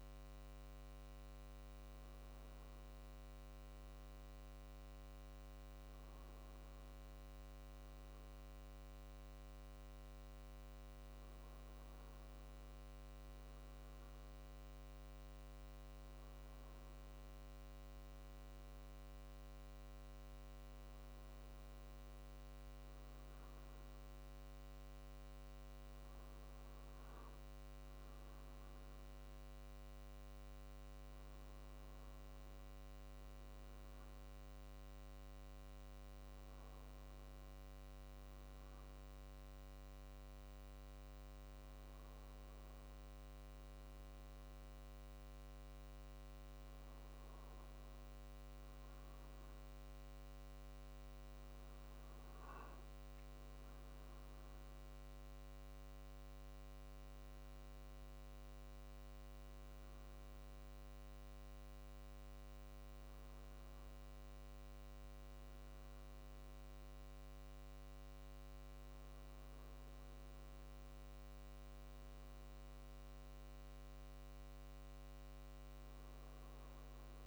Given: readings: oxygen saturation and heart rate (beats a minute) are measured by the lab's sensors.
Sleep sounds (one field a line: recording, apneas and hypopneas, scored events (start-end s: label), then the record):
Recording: breathing in sleep, hard to hear, by a microphone on the trachea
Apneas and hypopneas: none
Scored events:
none scored
From the record:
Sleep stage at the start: N1 (lightest sleep)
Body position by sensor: on the right side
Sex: male